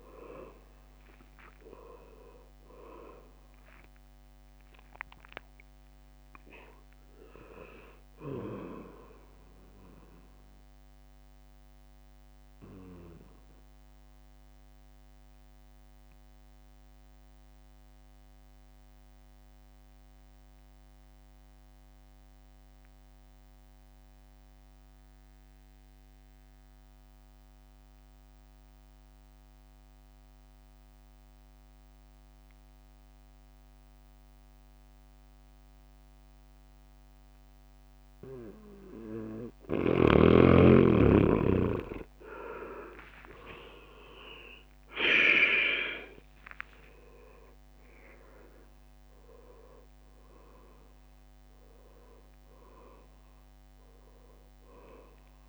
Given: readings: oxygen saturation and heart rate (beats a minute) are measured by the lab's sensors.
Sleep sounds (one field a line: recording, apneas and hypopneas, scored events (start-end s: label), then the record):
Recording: breathing in sleep by a microphone on the trachea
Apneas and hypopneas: 1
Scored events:
0.00-9.00 s: drop in pulse transit time (device-marked, heart rate 66 extreme)
0.00-15.00 s: oxygen desaturation (device-marked, oxygen 90% lowest, heart rate 59 extreme)
10.00-39.50 s: obstructive apnea (oxygen 99% before, 90% lowest, heart rate 71 before, 59 extreme, up 17 after)
38.00-55.49 s: oxygen desaturation (device-marked, oxygen 99% before, 90% lowest, heart rate 63 before, 58 extreme)
42.00-45.50 s: arousal
43.00-55.49 s: drop in pulse transit time (device-marked, heart rate 63 before, 66 extreme)
46.00-50.50 s: leg movement (device-marked)
From the record:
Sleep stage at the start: N2 (light sleep)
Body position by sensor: on the back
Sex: male